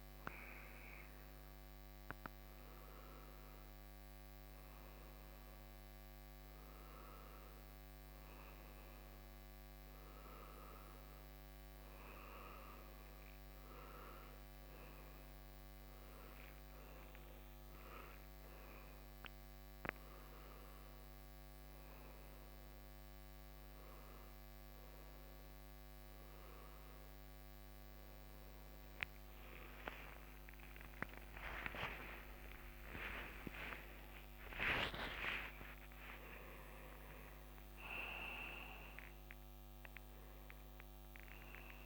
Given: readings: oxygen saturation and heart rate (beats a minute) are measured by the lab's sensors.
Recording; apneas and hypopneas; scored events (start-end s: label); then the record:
breathing in sleep by a microphone on the trachea; none
30.50-36.50 s: arousal
From the record:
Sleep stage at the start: N1 (lightest sleep); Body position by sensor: on the back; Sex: male